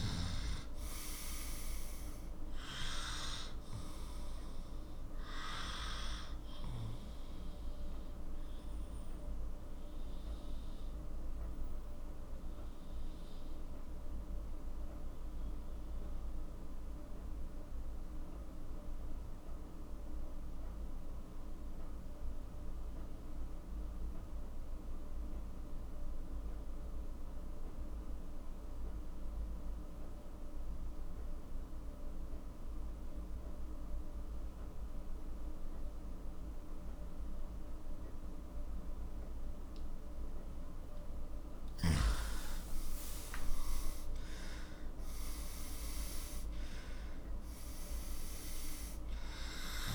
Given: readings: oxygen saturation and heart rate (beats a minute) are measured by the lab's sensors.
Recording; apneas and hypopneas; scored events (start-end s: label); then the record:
breathing in sleep by a room microphone; 1
0.00-18.50 s: oxygen desaturation (device-marked, oxygen 90% lowest, heart rate 41 extreme)
5.50-42.00 s: obstructive apnea (oxygen 99% before, 89% lowest, heart rate 55 before, 40 extreme, up 13 after)
33.50-49.95 s: oxygen desaturation (device-marked, oxygen 98% before, 89% lowest, heart rate 45 before, 40 extreme)
44.00-48.00 s: arousal
From the record:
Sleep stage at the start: N2 (light sleep); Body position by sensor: on the left side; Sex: male